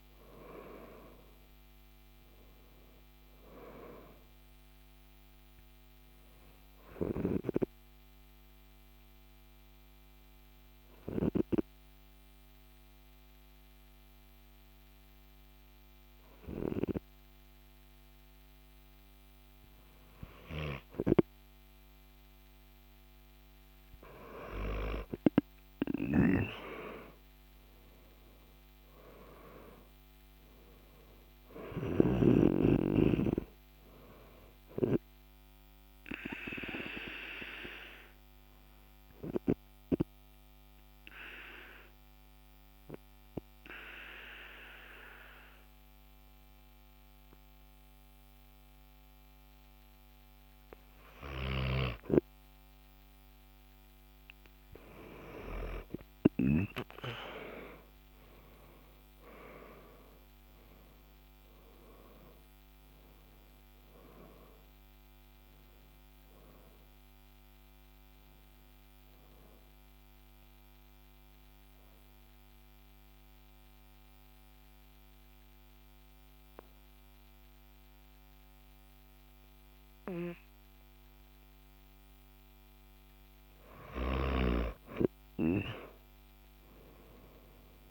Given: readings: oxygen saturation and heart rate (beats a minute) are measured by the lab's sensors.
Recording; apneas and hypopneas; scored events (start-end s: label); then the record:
breathing in sleep by a microphone on the trachea; 3
7.50-20.00 s: obstructive apnea (oxygen 98% before, 94% lowest, heart rate 57 before, 49 extreme, up 7 after)
24.00-32.00 s: oxygen desaturation (device-marked, oxygen 98% before, 94% lowest, heart rate 52 before, 49 extreme)
26.50-31.00 s: arousal
37.50-50.00 s: obstructive apnea (oxygen 98% before, 95% lowest, heart rate 56 before, 51 extreme, up 28 after)
57.50-63.50 s: arousal
71.50-82.50 s: mixed apnea (oxygen 98% before, 95% lowest, heart rate 68 before, 48 extreme, up 17 after)
86.50-87.91 s: arousal
From the record:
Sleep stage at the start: N2 (light sleep); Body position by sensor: on the back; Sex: male